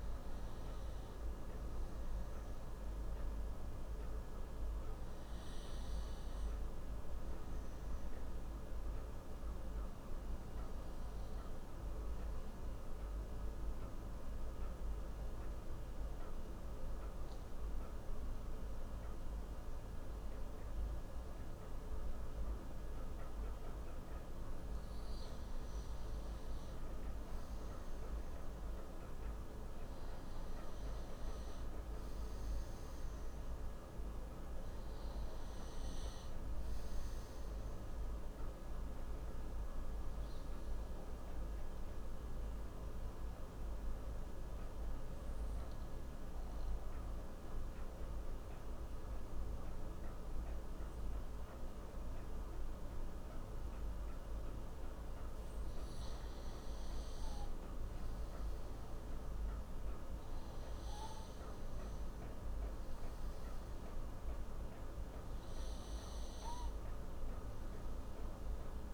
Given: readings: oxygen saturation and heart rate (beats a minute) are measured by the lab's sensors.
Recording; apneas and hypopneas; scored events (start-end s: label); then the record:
breathing in sleep, hard to hear, by a room microphone; 2
0.00-8.00 s: oxygen desaturation (device-marked, oxygen 91% lowest)
8.00-24.00 s: obstructive apnea (oxygen 95% before, 91% lowest)
25.50-29.00 s: arousal
30.00-56.00 s: oxygen desaturation (device-marked, oxygen 96% before, 91% lowest)
40.00-55.50 s: obstructive apnea (oxygen 96% before, 91% lowest)
58.50-63.00 s: arousal
64.00-68.93 s: oxygen desaturation (device-marked, oxygen 96% before, 91% lowest)
From the record:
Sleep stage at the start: N2 (light sleep); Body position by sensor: on the left side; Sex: male